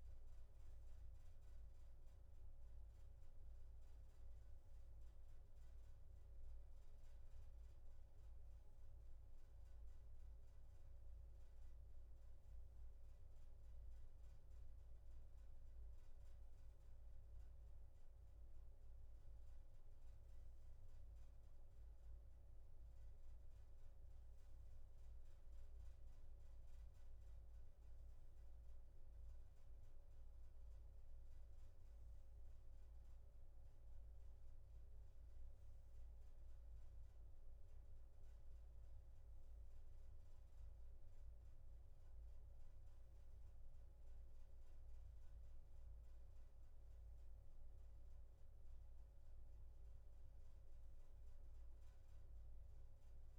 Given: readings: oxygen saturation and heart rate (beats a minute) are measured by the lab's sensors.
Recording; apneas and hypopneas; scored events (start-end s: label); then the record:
breathing in sleep, hard to hear, by a room microphone; none
none scored
From the record:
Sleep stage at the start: N2 (light sleep); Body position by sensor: on the back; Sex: male